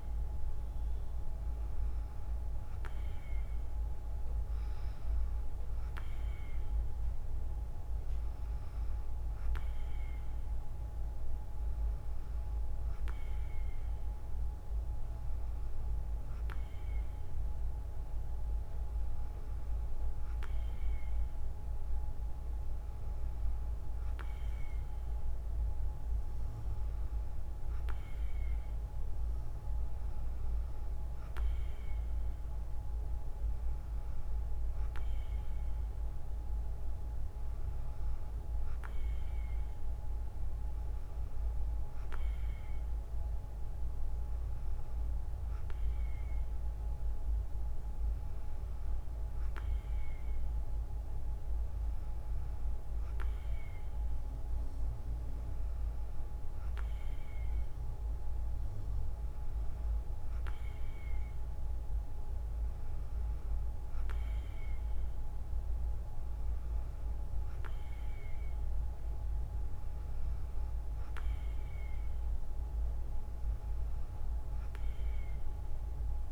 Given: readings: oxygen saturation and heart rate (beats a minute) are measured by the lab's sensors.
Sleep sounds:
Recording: breathing in sleep, hard to hear, by a room microphone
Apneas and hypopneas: none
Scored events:
none scored
From the record:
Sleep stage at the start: N2 (light sleep)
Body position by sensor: on the right side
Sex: female

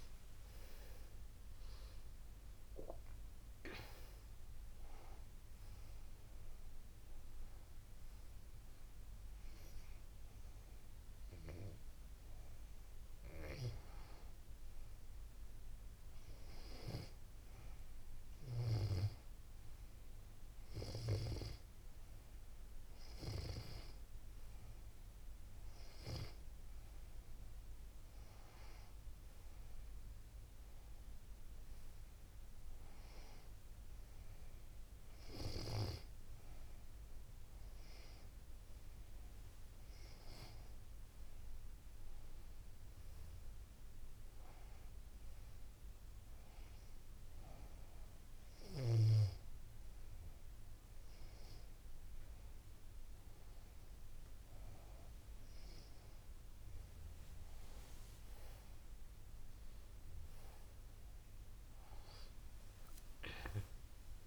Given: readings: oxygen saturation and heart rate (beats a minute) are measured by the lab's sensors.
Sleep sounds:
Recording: breathing in sleep by a room microphone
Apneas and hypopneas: 1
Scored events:
0.00-1.00 s: arousal
0.00-13.00 s: oxygen desaturation (device-marked, oxygen 91% lowest, heart rate 84 extreme)
45.00-55.50 s: hypopnea (oxygen 96% before, 89% lowest, heart rate 87 before, 85 extreme, up 5 after)
58.00-63.00 s: arousal
From the record:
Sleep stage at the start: N2 (light sleep)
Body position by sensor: on the back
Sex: female

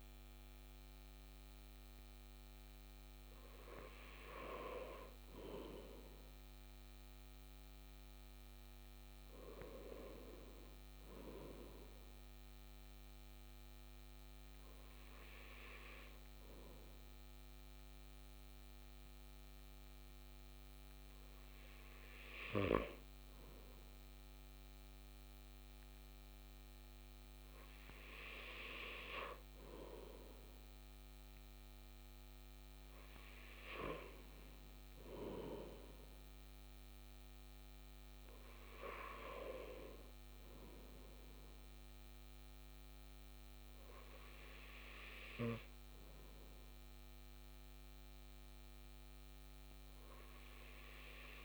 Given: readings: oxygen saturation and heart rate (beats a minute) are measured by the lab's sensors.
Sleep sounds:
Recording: breathing in sleep by a microphone on the trachea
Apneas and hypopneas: none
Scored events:
none scored
From the record:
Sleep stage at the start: N2 (light sleep)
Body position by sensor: on the back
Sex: male

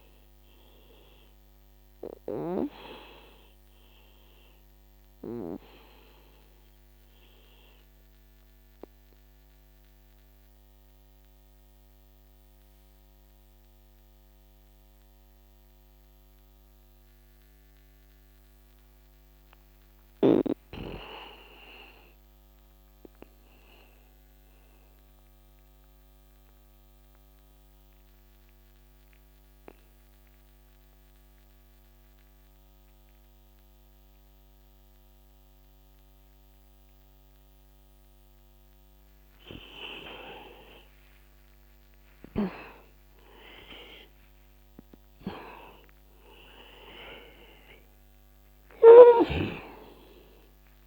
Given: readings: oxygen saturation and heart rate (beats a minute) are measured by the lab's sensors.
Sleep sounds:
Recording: breathing in sleep by a microphone on the trachea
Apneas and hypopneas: 1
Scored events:
0.00-25.00 s: oxygen desaturation (device-marked, oxygen 83% lowest, heart rate 36 extreme)
8.00-40.50 s: mixed apnea (oxygen 96% before, 83% lowest, heart rate 52 before, 46 extreme, up 16 after)
41.00-50.86 s: oxygen desaturation (device-marked, oxygen 98% before, 83% lowest, heart rate 53 before, 52 extreme)
42.00-45.50 s: arousal
From the record:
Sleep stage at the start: N2 (light sleep)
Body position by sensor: on the back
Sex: male

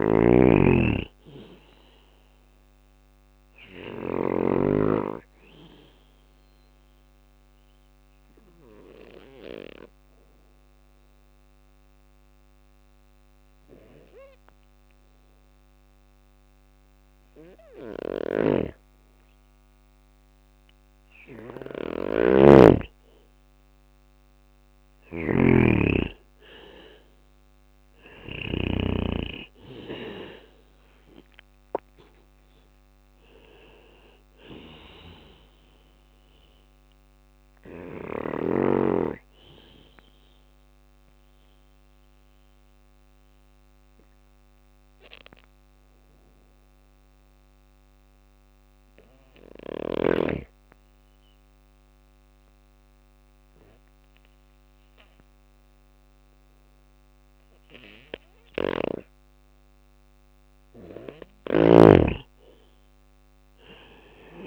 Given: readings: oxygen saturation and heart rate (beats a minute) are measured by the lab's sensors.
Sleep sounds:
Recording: breathing in sleep by a microphone on the trachea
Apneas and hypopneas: 2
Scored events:
0.00-3.50 s: snoring (device-marked)
0.00-4.50 s: drop in pulse transit time (device-marked, heart rate 61 extreme)
0.00-14.50 s: oxygen desaturation (device-marked, oxygen 92% lowest, heart rate 57 extreme)
3.50-13.50 s: bradycardia (device-marked, heart rate 61 before, 57 extreme)
3.50-19.50 s: obstructive apnea (oxygen 98% before, 90% lowest, heart rate 62 before, 57 extreme, up 5 after)
17.00-27.50 s: snoring (device-marked)
22.50-26.50 s: arousal
32.50-45.50 s: oxygen desaturation (device-marked, oxygen 98% before, 94% lowest, heart rate 61 before, 57 extreme)
39.50-59.00 s: obstructive apnea (oxygen 99% before, 90% lowest, heart rate 62 before, 57 extreme, up 1 after)
51.50-64.47 s: bradycardia (device-marked, heart rate 61 before, 57 extreme)
60.00-64.47 s: snoring (device-marked)
61.50-64.47 s: oxygen desaturation (device-marked, oxygen 98% before, 90% lowest, heart rate 60 before, 58 extreme)
62.50-64.47 s: arousal
From the record:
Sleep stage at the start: N2 (light sleep)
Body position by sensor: on the back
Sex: male

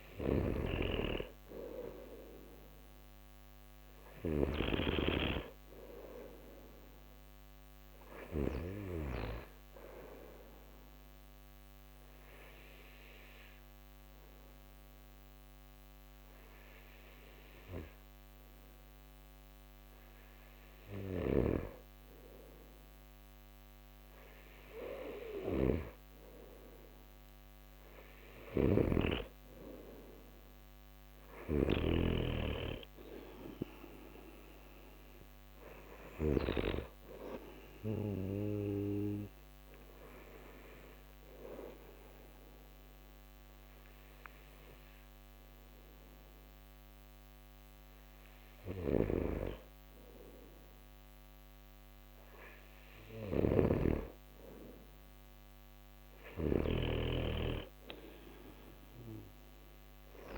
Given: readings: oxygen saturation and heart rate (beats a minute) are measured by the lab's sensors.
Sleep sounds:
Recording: breathing in sleep by a microphone on the trachea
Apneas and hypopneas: 2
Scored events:
0.00-4.50 s: snoring (device-marked)
10.50-21.50 s: obstructive apnea (oxygen 95% before, 91% lowest)
24.50-28.00 s: arousal
36.00-51.00 s: hypopnea (oxygen 94% before, 91% lowest)
48.50-56.50 s: snoring (device-marked)
55.00-59.00 s: arousal
From the record:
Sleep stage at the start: N2 (light sleep)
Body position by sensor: on the back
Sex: male

